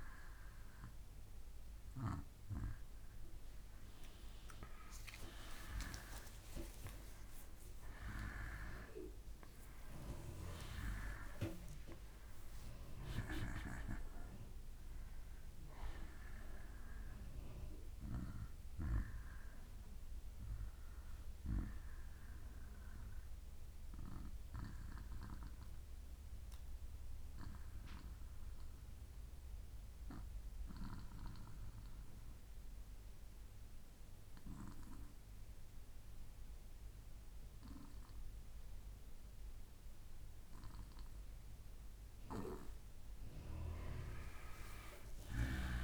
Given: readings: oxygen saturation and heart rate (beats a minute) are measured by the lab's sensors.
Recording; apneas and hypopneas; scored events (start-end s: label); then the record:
breathing in sleep by a room microphone; 1
0.00-1.00 s: arousal
0.00-24.00 s: oxygen desaturation (device-marked, oxygen 89% lowest, heart rate 52 extreme)
23.00-40.50 s: obstructive apnea (oxygen 95% before, 86% lowest, heart rate 66 before, 52 extreme, up 13 after)
24.00-31.00 s: bradycardia (device-marked, heart rate 64 before, 52 extreme)
43.00-45.84 s: arousal
43.00-45.84 s: oxygen desaturation (device-marked, oxygen 94% before, 86% lowest, heart rate 58 before, 59 extreme)
From the record:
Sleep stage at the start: N2 (light sleep); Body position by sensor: on the back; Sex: male